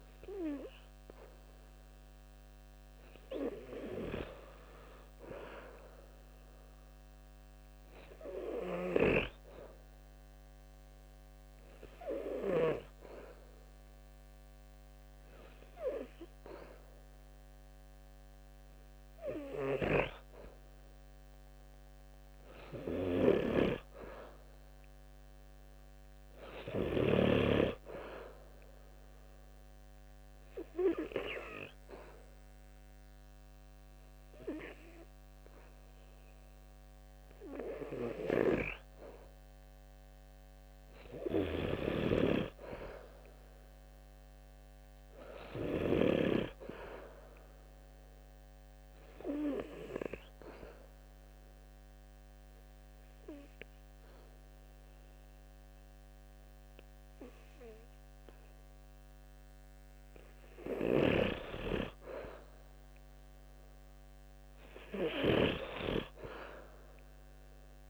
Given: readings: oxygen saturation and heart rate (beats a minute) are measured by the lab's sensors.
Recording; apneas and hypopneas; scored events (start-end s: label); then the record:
breathing in sleep by a microphone on the trachea; 2
28.50-39.00 s: obstructive apnea (oxygen 93% before, 89% lowest, heart rate 69 before, 67 extreme, up 2 after)
41.50-45.00 s: arousal
41.50-46.00 s: snoring (device-marked)
49.00-59.00 s: obstructive apnea (oxygen 93% before, 89% lowest, heart rate 70 before, 69 extreme, up 3 after)
61.50-65.50 s: arousal
From the record:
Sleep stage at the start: N2 (light sleep); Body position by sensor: on the back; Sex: male